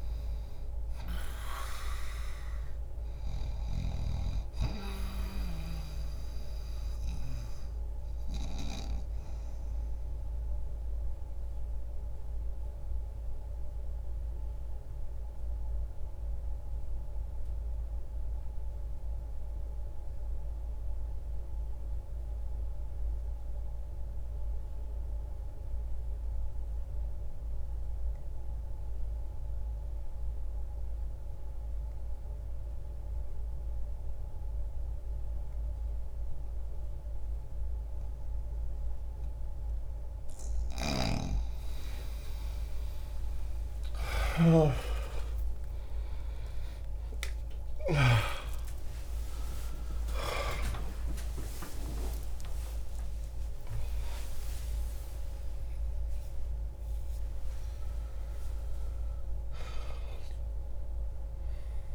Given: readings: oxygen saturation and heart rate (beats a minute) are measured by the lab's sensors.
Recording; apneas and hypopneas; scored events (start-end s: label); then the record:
a person partly awake in a sleep study, by a room microphone; 1
10.00-40.50 s: obstructive apnea (oxygen 98% before, 86% lowest, heart rate 70 before, 60 extreme)
22.00-33.00 s: oxygen desaturation (device-marked, oxygen 95% before, 86% lowest, heart rate 60 before, 69 extreme)
34.00-61.95 s: new sleep stage, awake
40.50-48.00 s: snoring (device-marked)
From the record:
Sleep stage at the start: N2 (light sleep); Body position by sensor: on the back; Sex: male